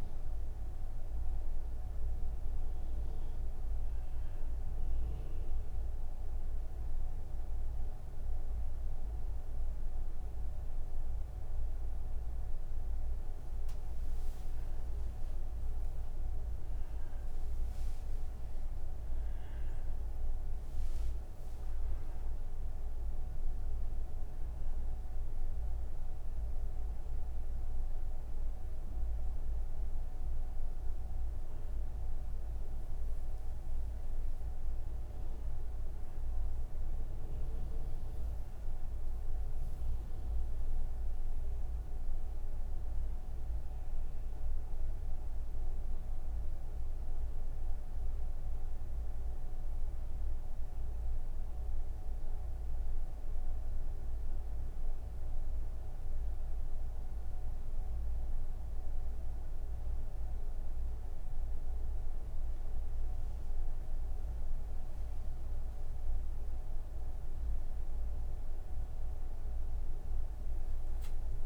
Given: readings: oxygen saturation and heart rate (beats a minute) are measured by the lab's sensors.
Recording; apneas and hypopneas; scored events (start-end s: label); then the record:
breathing in sleep, hard to hear, by a room microphone; none
none scored
From the record:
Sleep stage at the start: N1 (lightest sleep); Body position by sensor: on the back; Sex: female